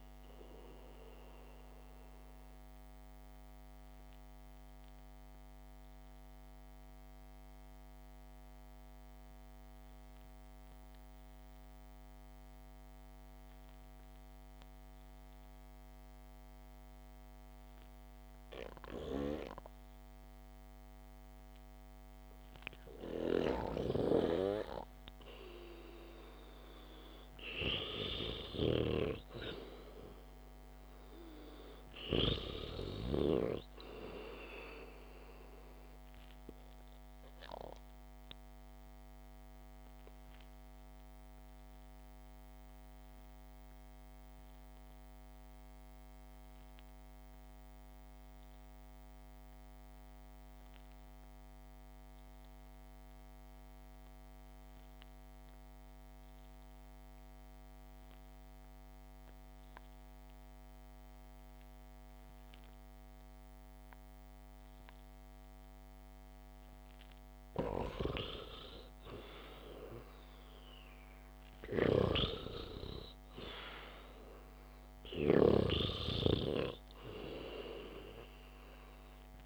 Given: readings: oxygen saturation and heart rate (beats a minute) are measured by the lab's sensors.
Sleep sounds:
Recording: breathing in sleep by a microphone on the trachea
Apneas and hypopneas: 2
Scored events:
2.00-24.00 s: mixed apnea (oxygen 97% before, 91% lowest, heart rate 60 before, 59 extreme, up 2 after)
26.50-31.00 s: arousal
32.50-63.50 s: oxygen desaturation (device-marked, oxygen 98% before, 91% lowest, heart rate 67 before, 52 extreme)
39.00-68.00 s: obstructive apnea (oxygen 99% before, 91% lowest, heart rate 64 before, 52 extreme, up 6 after)
70.50-74.50 s: arousal
From the record:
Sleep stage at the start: REM sleep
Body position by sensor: on the back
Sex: male

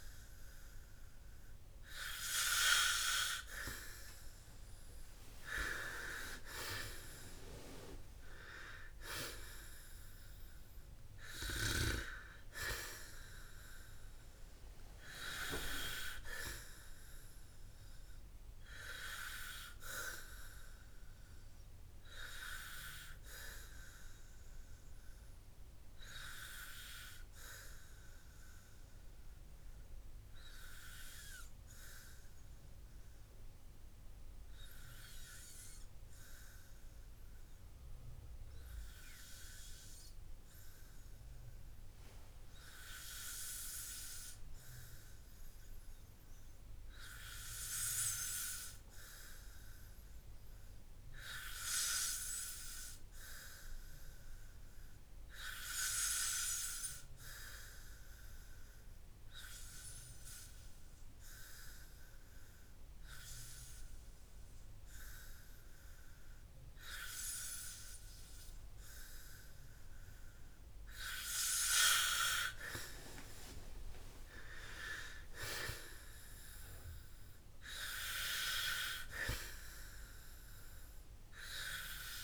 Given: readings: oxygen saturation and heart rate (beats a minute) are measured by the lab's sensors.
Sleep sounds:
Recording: breathing in sleep by a room microphone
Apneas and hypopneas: 1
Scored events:
0.00-2.00 s: arousal
24.50-67.00 s: hypopnea (oxygen 97% before, 94% lowest, heart rate 69 before, 52 extreme, up 3 after)
69.50-72.00 s: arousal
From the record:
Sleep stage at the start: N2 (light sleep)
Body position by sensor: on the back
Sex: male

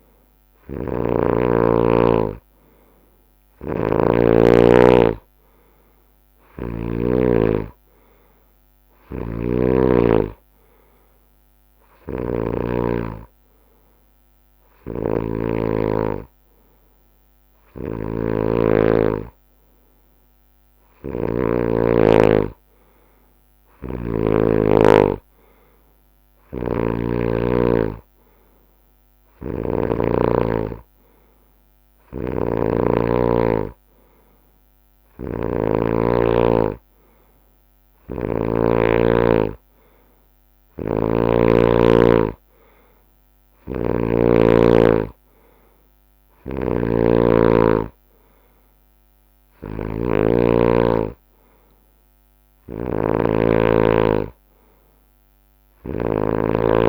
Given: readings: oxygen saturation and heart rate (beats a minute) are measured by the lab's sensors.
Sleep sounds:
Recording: breathing in sleep by a microphone on the trachea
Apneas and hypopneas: none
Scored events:
0.50-7.00 s: snoring (device-marked)
4.50-12.50 s: drop in pulse transit time (device-marked, heart rate 70 before, 73 extreme)
9.00-24.50 s: snoring (device-marked)
26.50-30.00 s: snoring (device-marked)
32.00-38.50 s: snoring (device-marked)
40.50-56.00 s: snoring (device-marked)
From the record:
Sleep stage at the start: N2 (light sleep)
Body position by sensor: on the right side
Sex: male

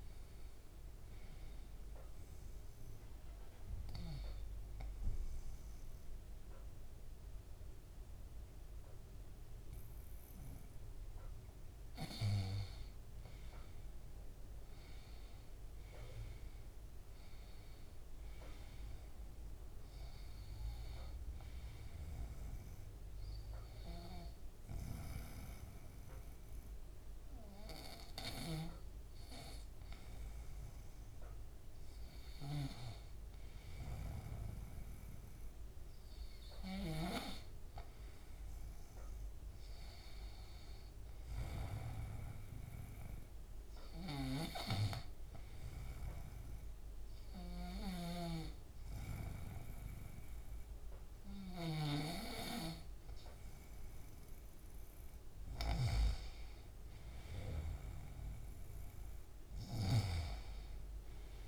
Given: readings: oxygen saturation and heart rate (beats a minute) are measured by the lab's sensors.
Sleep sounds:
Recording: breathing in sleep by a room microphone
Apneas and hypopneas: 2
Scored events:
2.00-12.50 s: obstructive apnea (oxygen 94% before, 88% lowest, heart rate 158 before, 126 extreme, up 59 after)
14.50-18.00 s: arousal
22.00-36.00 s: oxygen desaturation (device-marked, oxygen 94% before, 88% lowest, heart rate 147 before, 96 extreme)
38.50-41.50 s: arousal
43.00-50.00 s: oxygen desaturation (device-marked, oxygen 95% before, 92% lowest, heart rate 152 before, 109 extreme)
45.00-55.50 s: obstructive apnea (oxygen 95% before, 88% lowest, heart rate 148 before, 109 extreme)
47.50-52.00 s: snoring (device-marked)
59.50-61.48 s: arousal
From the record:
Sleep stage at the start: N2 (light sleep)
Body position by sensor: on the right side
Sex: male

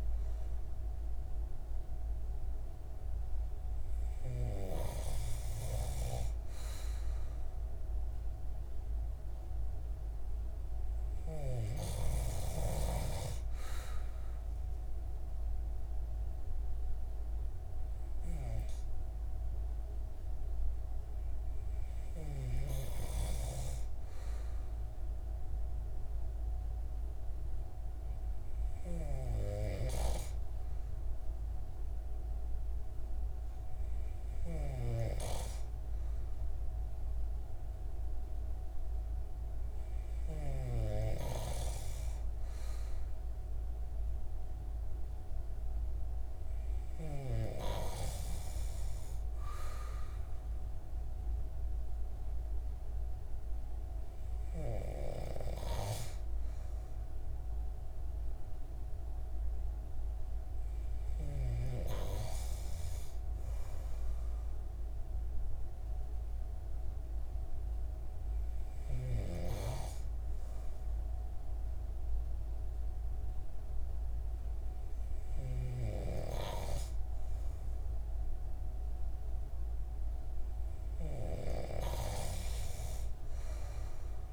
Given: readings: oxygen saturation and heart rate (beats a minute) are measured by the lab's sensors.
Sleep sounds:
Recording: breathing in sleep by a room microphone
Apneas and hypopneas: none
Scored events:
none scored
From the record:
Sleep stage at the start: N2 (light sleep)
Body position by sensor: on the right side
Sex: male

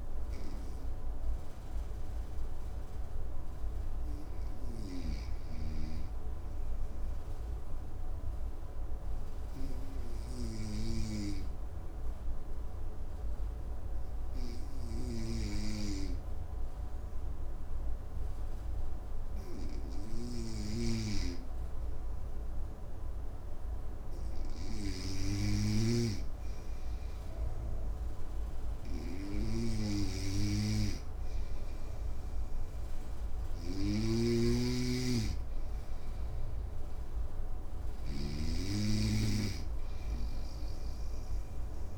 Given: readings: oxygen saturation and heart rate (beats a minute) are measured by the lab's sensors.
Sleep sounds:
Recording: breathing in sleep by a room microphone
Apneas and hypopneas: 1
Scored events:
0.00-3.50 s: oxygen desaturation (device-marked, oxygen 91% lowest, heart rate 53 extreme)
7.50-22.00 s: obstructive apnea (oxygen 99% before, 95% lowest, heart rate 55 before, 54 extreme, up 2 after)
20.00-38.00 s: snoring (device-marked)
25.00-29.00 s: arousal
From the record:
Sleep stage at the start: N2 (light sleep)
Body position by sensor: on the right side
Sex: male

